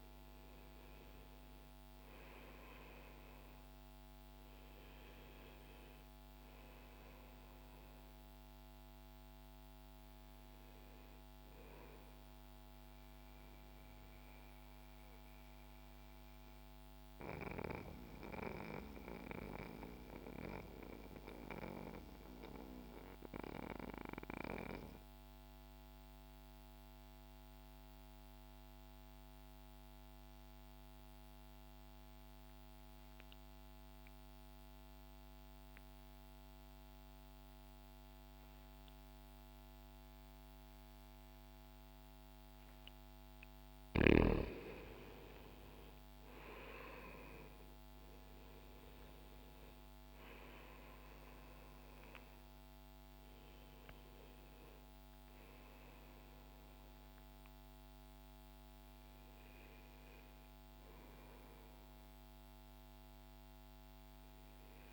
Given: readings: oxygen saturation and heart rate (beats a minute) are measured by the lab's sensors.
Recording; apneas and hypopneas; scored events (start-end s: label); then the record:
breathing in sleep by a microphone on the trachea; 1
0.00-27.50 s: oxygen desaturation (device-marked, oxygen 86% lowest, heart rate 59 extreme)
12.50-42.00 s: mixed apnea (oxygen 97% before, 84% lowest, heart rate 61 before, 60 extreme, up 3 after)
40.50-64.93 s: oxygen desaturation (device-marked, oxygen 97% before, 84% lowest, heart rate 62 before, 60 extreme)
44.00-49.00 s: arousal
From the record:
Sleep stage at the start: N2 (light sleep); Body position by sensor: on the back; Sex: male